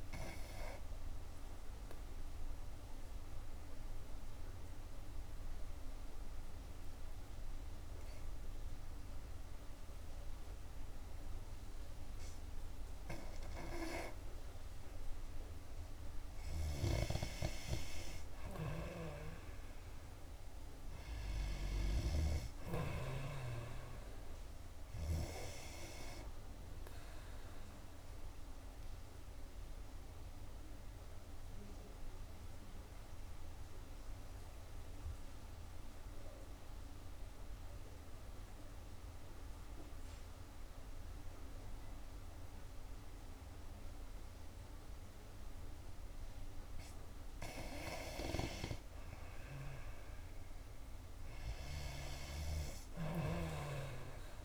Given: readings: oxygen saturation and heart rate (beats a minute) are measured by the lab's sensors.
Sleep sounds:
breathing in sleep by a room microphone; 2
1.50-15.50 s: obstructive apnea (oxygen 93% before, 88% lowest, heart rate 64 before, 54 extreme, up 4 after)
8.50-22.50 s: oxygen desaturation (device-marked, oxygen 93% before, 88% lowest, heart rate 65 before, 54 extreme)
18.50-23.50 s: arousal
28.50-47.00 s: obstructive apnea (oxygen 94% before, 88% lowest, heart rate 64 before, 54 extreme, up 9 after)
31.50-48.50 s: oxygen desaturation (device-marked, oxygen 94% before, 88% lowest, heart rate 64 before, 55 extreme)
50.00-54.45 s: arousal
From the record:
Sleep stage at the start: N2 (light sleep); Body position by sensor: on the back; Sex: female

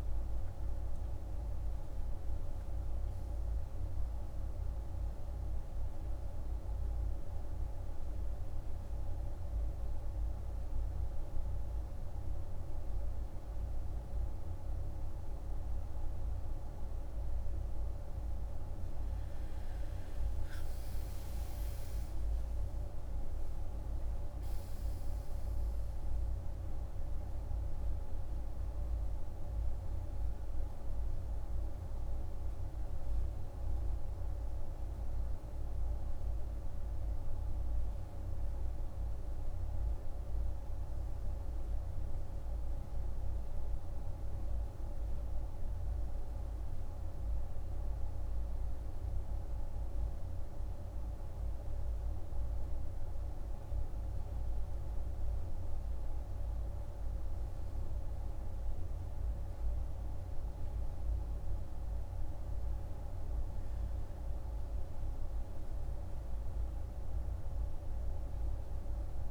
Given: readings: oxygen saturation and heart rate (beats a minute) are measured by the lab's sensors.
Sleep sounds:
breathing in sleep, hard to hear, by a room microphone; 1
0.00-2.00 s: arousal
45.00-55.00 s: central apnea (oxygen 99% before, 94% lowest, heart rate 54 before, 50 extreme, up 8 after)
56.50-60.50 s: arousal
64.00-69.31 s: oxygen desaturation (device-marked, oxygen 97% before, 94% lowest, heart rate 53 before, 48 extreme)
From the record:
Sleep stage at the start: N2 (light sleep); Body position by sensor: on the right side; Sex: male

